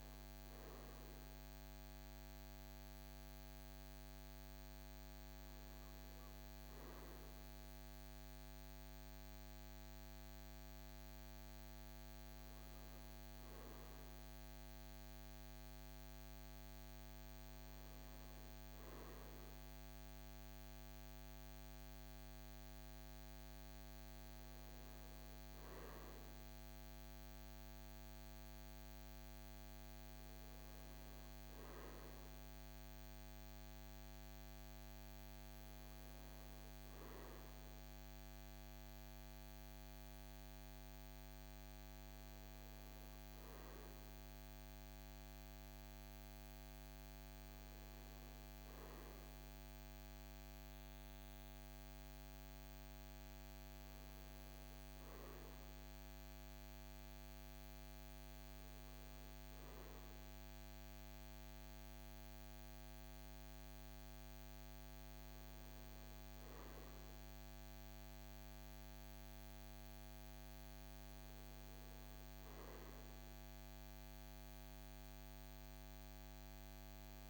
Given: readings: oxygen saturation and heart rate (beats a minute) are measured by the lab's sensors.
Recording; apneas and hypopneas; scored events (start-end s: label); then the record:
breathing in sleep, hard to hear, by a microphone on the trachea; none
none scored
From the record:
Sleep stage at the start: N2 (light sleep); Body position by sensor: on the right side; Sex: male